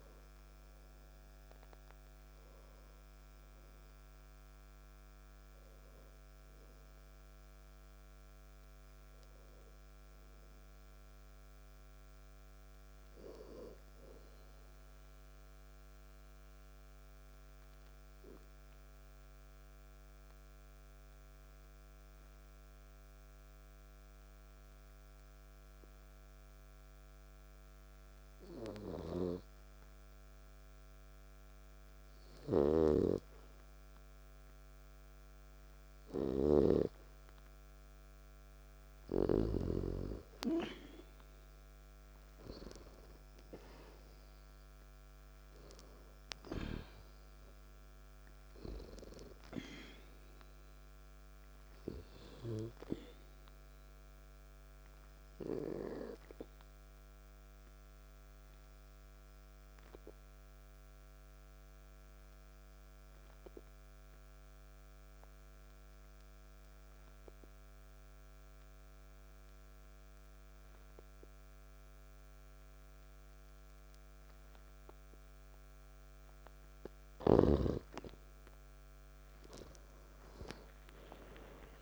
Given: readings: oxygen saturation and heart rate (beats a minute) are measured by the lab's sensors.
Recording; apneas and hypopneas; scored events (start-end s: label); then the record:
breathing in sleep by a microphone on the trachea; 2
0.00-14.00 s: oxygen desaturation (device-marked, oxygen 93% lowest, heart rate 53 extreme)
16.00-34.00 s: oxygen desaturation (device-marked, oxygen 94% before, 90% lowest, heart rate 60 before, 53 extreme)
18.00-29.00 s: obstructive apnea (oxygen 98% before, 90% lowest, heart rate 60 before, 53 extreme, up 0 after)
41.50-46.00 s: arousal
49.00-73.00 s: oxygen desaturation (device-marked, oxygen 98% before, 92% lowest, heart rate 55 before, 50 extreme)
64.50-76.00 s: obstructive apnea (oxygen 98% before, 92% lowest, heart rate 57 before, 50 extreme, up 2 after)
From the record:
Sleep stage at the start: N2 (light sleep); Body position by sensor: on the back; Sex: male